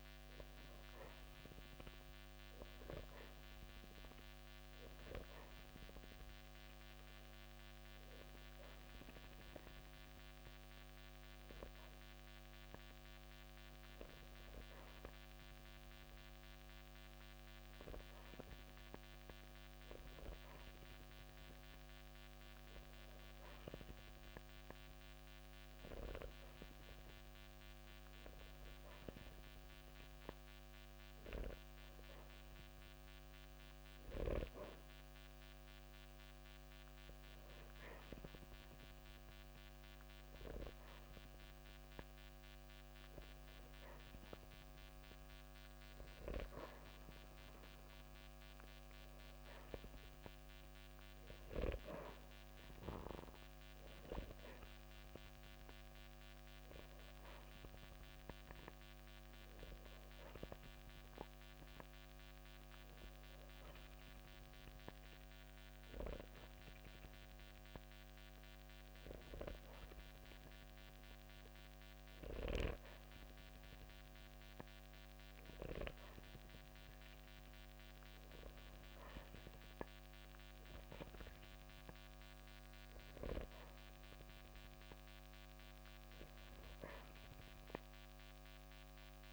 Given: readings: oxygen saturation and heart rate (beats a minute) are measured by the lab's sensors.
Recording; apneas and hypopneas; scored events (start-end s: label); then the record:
breathing in sleep by a microphone on the trachea; 2
7.00-29.50 s: hypopnea (oxygen 93% before, 90% lowest, heart rate 55 before, 55 extreme, up 25 after)
31.00-57.00 s: oxygen desaturation (device-marked, oxygen 93% before, 90% lowest, heart rate 64 before, 55 extreme)
31.50-35.50 s: arousal
58.50-70.50 s: hypopnea (oxygen 93% before, 91% lowest, heart rate 71 before, 55 extreme, up 0 after)
75.00-78.50 s: arousal
From the record:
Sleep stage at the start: N2 (light sleep); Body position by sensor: on the back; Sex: male